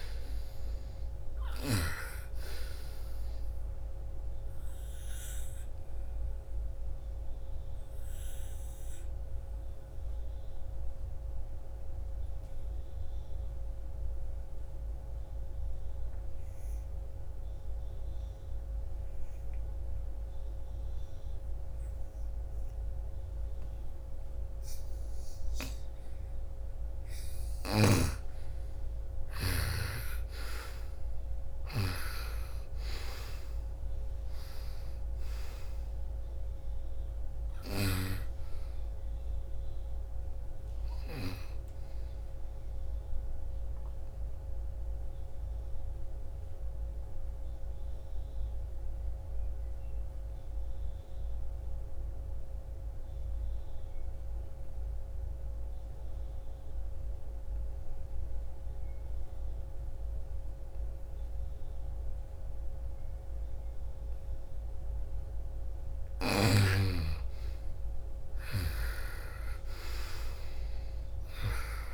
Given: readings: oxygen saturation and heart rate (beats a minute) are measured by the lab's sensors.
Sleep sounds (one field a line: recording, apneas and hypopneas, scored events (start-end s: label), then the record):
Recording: breathing in sleep by a room microphone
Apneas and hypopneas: 2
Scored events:
0.00-15.00 s: oxygen desaturation (device-marked, oxygen 88% lowest, heart rate 47 extreme)
4.00-26.00 s: obstructive apnea (oxygen 97% before, 84% lowest, heart rate 54 before, 47 extreme, up 1 after)
28.00-32.00 s: arousal
28.00-48.00 s: oxygen desaturation (device-marked, oxygen 98% before, 84% lowest, heart rate 57 before, 48 extreme)
37.00-40.50 s: snoring (device-marked)
43.00-64.00 s: obstructive apnea (oxygen 98% before, 81% lowest, heart rate 62 before, 48 extreme, up 22 after)
61.00-71.94 s: oxygen desaturation (device-marked, oxygen 99% before, 84% lowest, heart rate 60 before, 56 extreme)
66.50-70.00 s: arousal
67.50-71.94 s: snoring (device-marked)
From the record:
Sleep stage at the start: N2 (light sleep)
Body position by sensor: on the right side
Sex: female